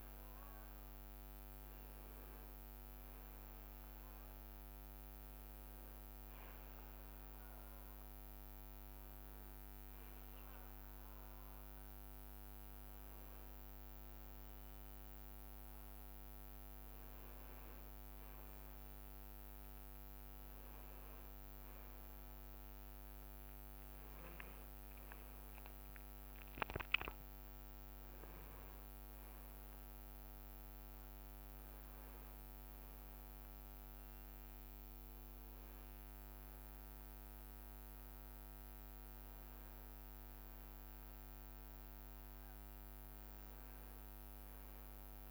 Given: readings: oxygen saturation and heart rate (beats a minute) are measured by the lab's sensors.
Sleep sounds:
breathing in sleep, hard to hear, by a microphone on the trachea; none
3.00-10.00 s: leg movement (device-marked)
22.00-26.50 s: arousal
From the record:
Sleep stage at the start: N2 (light sleep); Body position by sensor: on the back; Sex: male

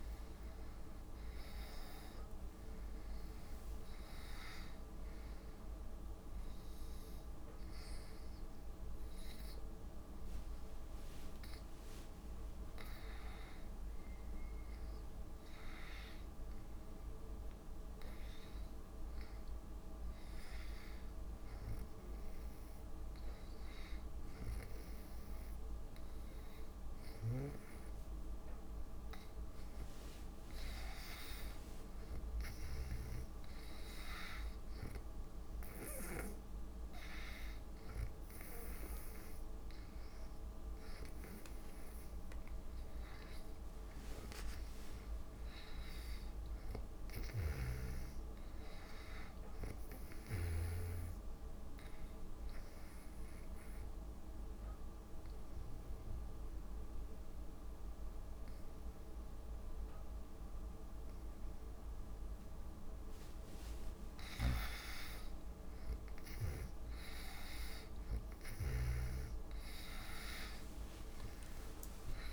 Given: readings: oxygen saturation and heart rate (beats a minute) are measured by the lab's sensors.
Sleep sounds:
breathing in sleep by a room microphone; 2
0.00-3.00 s: oxygen desaturation (device-marked, oxygen 91% lowest)
21.50-31.50 s: hypopnea (oxygen 95% before, 85% lowest)
27.00-47.00 s: oxygen desaturation (device-marked, oxygen 95% before, 89% lowest)
33.00-36.00 s: arousal
47.50-51.00 s: snoring (device-marked)
54.00-64.50 s: obstructive apnea (oxygen 94% before, 85% lowest)
64.50-69.50 s: snoring (device-marked)
70.00-72.33 s: oxygen desaturation (device-marked, oxygen 94% before, 85% lowest)
70.50-72.33 s: arousal
From the record:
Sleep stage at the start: N2 (light sleep); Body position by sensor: on the back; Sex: female

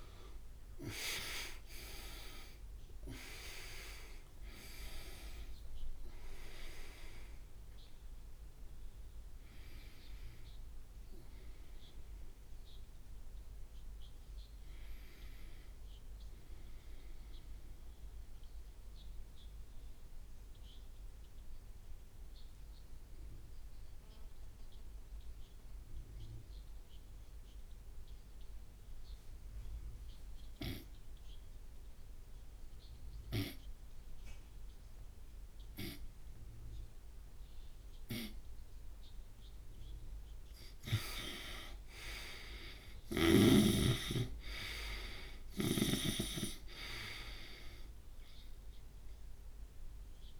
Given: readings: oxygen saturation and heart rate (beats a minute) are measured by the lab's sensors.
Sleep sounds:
breathing in sleep by a room microphone; 1
0.00-2.50 s: arousal
19.00-38.50 s: obstructive apnea (oxygen 98% before, 87% lowest)
26.00-35.00 s: oxygen desaturation (device-marked, oxygen 96% before, 88% lowest)
40.50-45.00 s: arousal
43.00-46.50 s: snoring (device-marked)
48.00-50.39 s: oxygen desaturation (device-marked, oxygen 99% before, 87% lowest)
From the record:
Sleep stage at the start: N2 (light sleep); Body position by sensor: on the right side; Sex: male

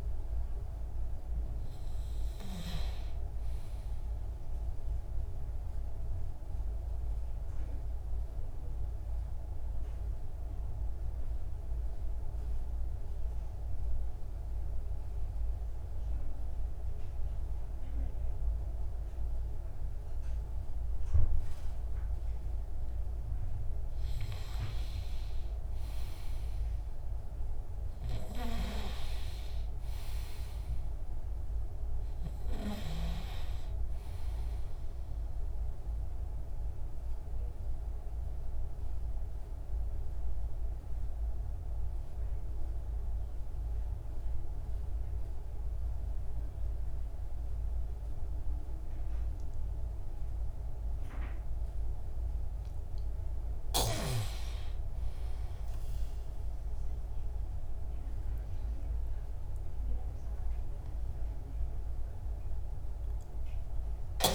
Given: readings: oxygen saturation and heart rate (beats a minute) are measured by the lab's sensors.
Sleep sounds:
breathing in sleep by a room microphone; 2
0.00-19.00 s: oxygen desaturation (device-marked, oxygen 93% lowest)
4.00-24.00 s: obstructive apnea (oxygen 98% before, 93% lowest)
25.00-29.00 s: arousal
34.50-53.00 s: obstructive apnea (oxygen 100% before, 95% lowest)
54.50-58.00 s: arousal
From the record:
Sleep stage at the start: N2 (light sleep); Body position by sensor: on the back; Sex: male

